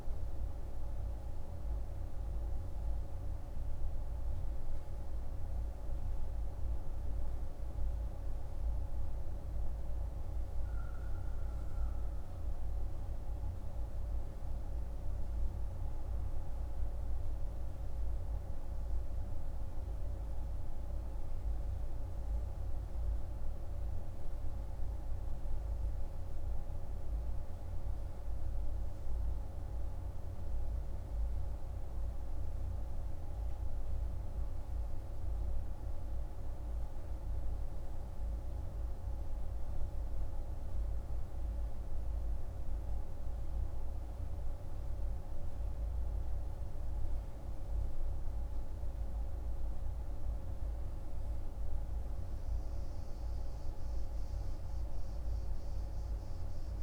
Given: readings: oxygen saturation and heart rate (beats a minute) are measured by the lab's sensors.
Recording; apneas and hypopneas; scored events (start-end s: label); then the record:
breathing in sleep, hard to hear, by a room microphone; none
none scored
From the record:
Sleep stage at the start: N3 (deep sleep); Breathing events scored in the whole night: 55 in 6.1 hours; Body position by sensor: on the right side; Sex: male